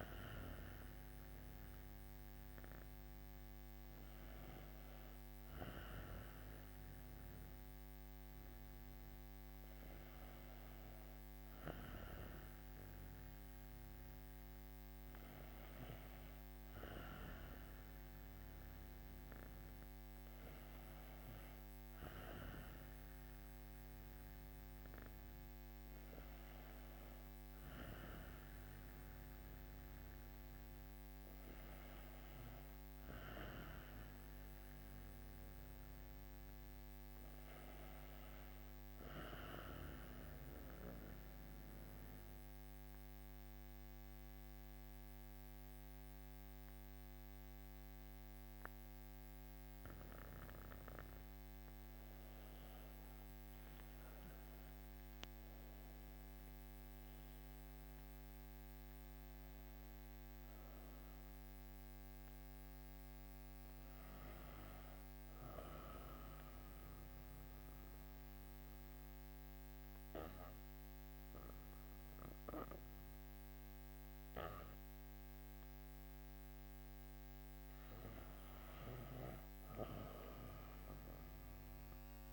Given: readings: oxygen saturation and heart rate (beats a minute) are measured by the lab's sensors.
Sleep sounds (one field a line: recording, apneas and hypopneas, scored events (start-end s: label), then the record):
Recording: breathing in sleep by a microphone on the trachea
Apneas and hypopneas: 2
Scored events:
39.00-50.50 s: obstructive apnea (oxygen 95% before, 90% lowest, heart rate 63 before, 55 extreme, up 16 after)
52.50-56.00 s: arousal
59.50-73.50 s: oxygen desaturation (device-marked, oxygen 95% before, 90% lowest, heart rate 61 before, 57 extreme)
65.00-75.50 s: obstructive apnea (oxygen 95% before, 89% lowest, heart rate 63 before, 57 extreme, up 6 after)
77.50-81.00 s: arousal
From the record:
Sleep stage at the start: N2 (light sleep)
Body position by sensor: on the back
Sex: female